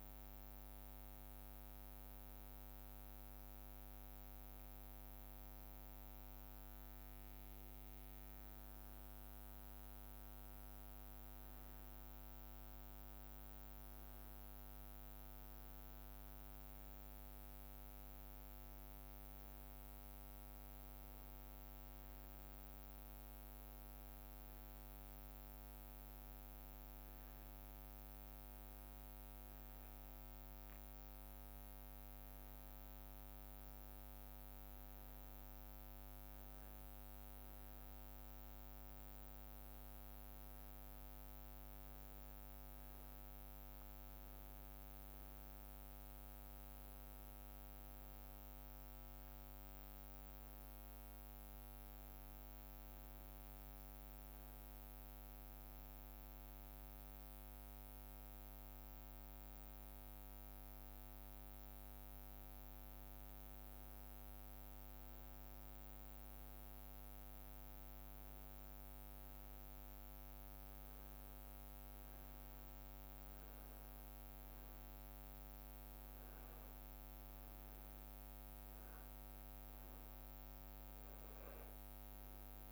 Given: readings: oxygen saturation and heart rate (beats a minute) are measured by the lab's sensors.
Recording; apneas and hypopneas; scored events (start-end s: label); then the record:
breathing in sleep, hard to hear, by a microphone on the trachea; none
71.00-73.00 s: long interval between heartbeats (device-marked, heart rate 57 before, 61 extreme)
From the record:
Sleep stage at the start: N2 (light sleep); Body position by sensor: on the back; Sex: male